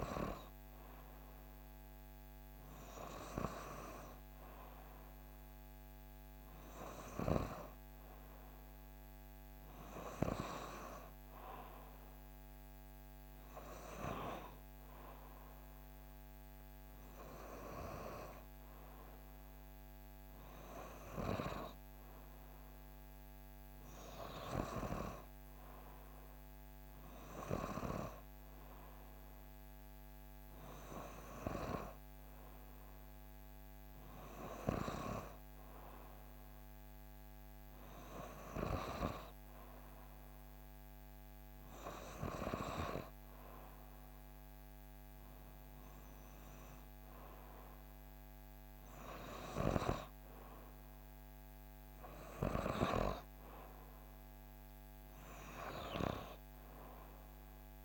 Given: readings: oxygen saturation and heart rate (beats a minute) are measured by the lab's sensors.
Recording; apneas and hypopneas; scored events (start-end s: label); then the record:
breathing in sleep by a microphone on the trachea; none
none scored
From the record:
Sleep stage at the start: N2 (light sleep); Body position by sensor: on the back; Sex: female